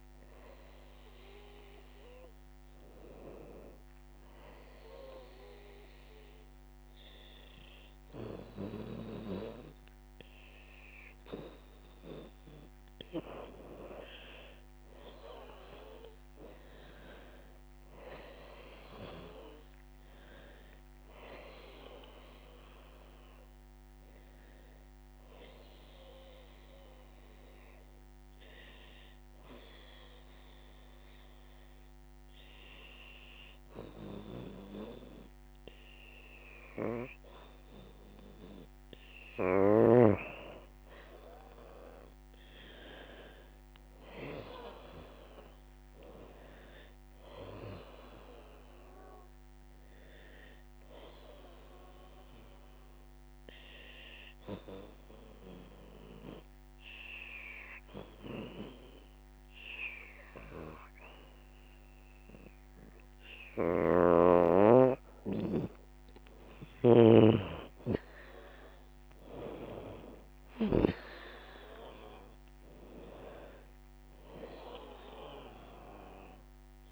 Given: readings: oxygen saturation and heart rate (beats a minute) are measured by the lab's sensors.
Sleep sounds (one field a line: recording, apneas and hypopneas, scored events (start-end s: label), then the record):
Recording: breathing in sleep by a microphone on the trachea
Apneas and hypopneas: 3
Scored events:
0.00-3.50 s: oxygen desaturation (device-marked, oxygen 88% lowest, heart rate 84 extreme)
4.00-14.00 s: hypopnea (oxygen 96% before, 88% lowest, heart rate 89 before, 79 extreme, up 4 after)
14.50-33.50 s: oxygen desaturation (device-marked, oxygen 95% before, 89% lowest, heart rate 90 before, 76 extreme)
17.00-21.50 s: arousal
26.00-38.00 s: obstructive apnea (oxygen 95% before, 88% lowest, heart rate 88 before, 76 extreme, up 11 after)
31.50-76.92 s: new sleep stage, N2 (light sleep)
42.00-46.50 s: arousal
44.50-59.50 s: oxygen desaturation (device-marked, oxygen 96% before, 88% lowest, heart rate 82 before, 76 extreme)
54.50-65.00 s: obstructive apnea (oxygen 96% before, 86% lowest, heart rate 85 before, 78 extreme, up 12 after)
67.50-71.50 s: arousal
70.50-76.92 s: oxygen desaturation (device-marked, oxygen 95% before, 88% lowest, heart rate 81 before, 73 extreme)
From the record:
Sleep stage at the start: N1 (lightest sleep)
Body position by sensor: on the back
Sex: female